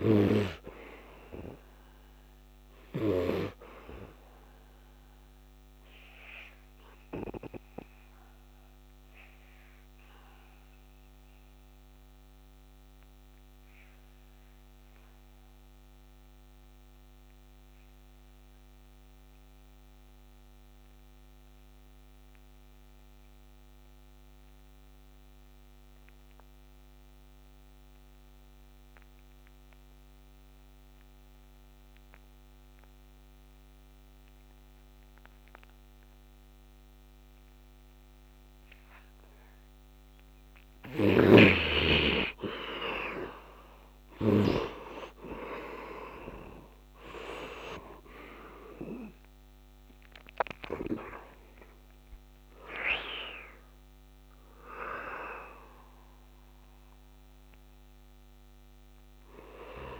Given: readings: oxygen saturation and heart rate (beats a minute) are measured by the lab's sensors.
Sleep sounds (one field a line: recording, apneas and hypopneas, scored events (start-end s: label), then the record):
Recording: breathing in sleep by a microphone on the trachea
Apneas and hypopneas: 1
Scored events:
0.00-17.50 s: oxygen desaturation (device-marked, oxygen 72% lowest, heart rate 66 extreme)
3.00-40.00 s: obstructive apnea (oxygen 97% before, 64% lowest, heart rate 77 before, 66 extreme, up 14 after)
27.50-60.00 s: oxygen desaturation (device-marked, oxygen 99% before, 64% lowest, heart rate 69 before, 66 extreme)
40.50-44.00 s: snoring (device-marked)
42.00-46.00 s: arousal
From the record:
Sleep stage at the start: N2 (light sleep)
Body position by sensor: on the back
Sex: male